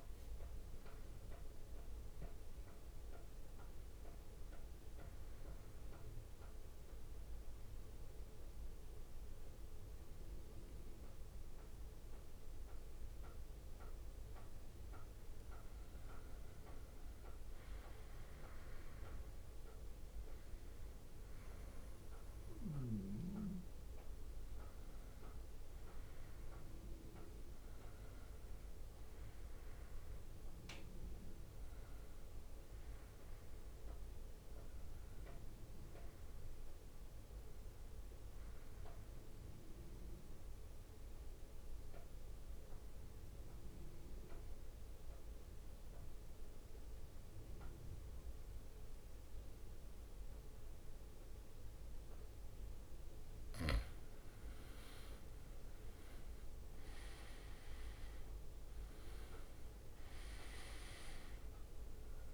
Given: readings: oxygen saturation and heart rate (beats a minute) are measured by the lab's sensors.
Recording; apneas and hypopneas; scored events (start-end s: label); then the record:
breathing in sleep, hard to hear, by a room microphone; 2
6.50-16.50 s: mixed apnea (oxygen 98% before, 92% lowest, heart rate 65 before, 63 extreme, up 6 after)
18.50-22.00 s: arousal
39.50-53.00 s: mixed apnea (oxygen 98% before, 92% lowest, heart rate 66 before, 56 extreme, up 11 after)
55.00-58.00 s: arousal
55.00-62.34 s: oxygen desaturation (device-marked, oxygen 96% before, 92% lowest, heart rate 62 before, 56 extreme)
From the record:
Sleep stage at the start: N2 (light sleep); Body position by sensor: on the back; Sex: male